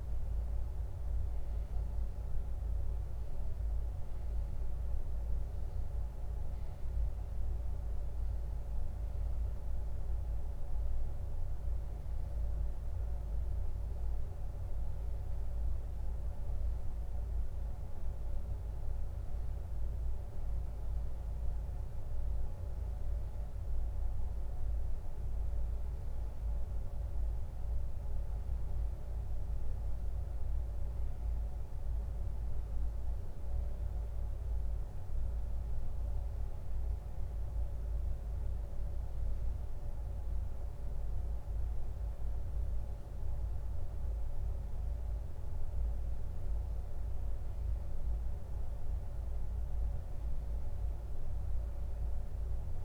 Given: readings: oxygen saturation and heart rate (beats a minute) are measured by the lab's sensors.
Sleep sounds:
a person partly awake in a sleep study, hard to hear, by a room microphone; none
4.00-52.85 s: new sleep stage, N2 (light sleep)
From the record:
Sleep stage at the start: awake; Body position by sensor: on the back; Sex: male

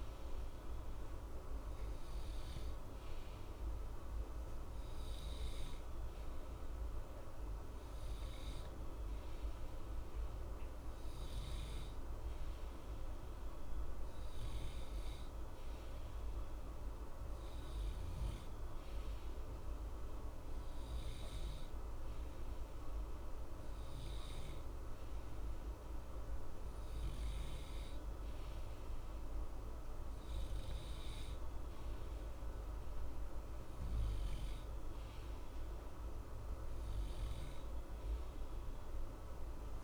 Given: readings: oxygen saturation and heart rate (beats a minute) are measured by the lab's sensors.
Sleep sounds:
breathing in sleep, hard to hear, by a room microphone; none
none scored
From the record:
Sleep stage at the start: N2 (light sleep); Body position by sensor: on the right side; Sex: male

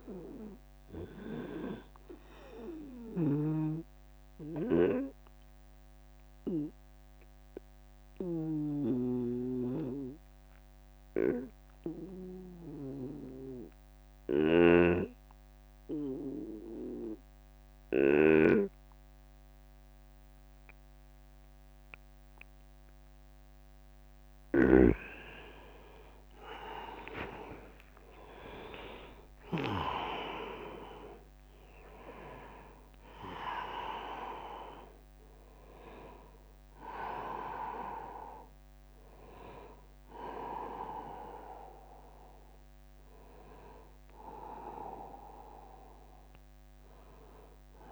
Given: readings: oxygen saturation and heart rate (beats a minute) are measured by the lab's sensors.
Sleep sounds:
breathing in sleep by a microphone on the trachea; 1
0.00-8.00 s: snoring (device-marked)
0.00-19.50 s: oxygen desaturation (device-marked, oxygen 93% lowest, heart rate 65 extreme)
2.50-23.00 s: obstructive apnea (oxygen 100% before, 87% lowest, heart rate 75 before, 65 extreme, up 21 after)
14.00-18.00 s: snoring (device-marked)
24.50-47.92 s: oxygen desaturation (device-marked, oxygen 97% before, 87% lowest, heart rate 78 before, 65 extreme)
26.50-30.50 s: arousal
27.50-42.50 s: drop in pulse transit time (device-marked, heart rate 77 before, 65 extreme)
From the record:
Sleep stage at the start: N2 (light sleep); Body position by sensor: on the back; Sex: male

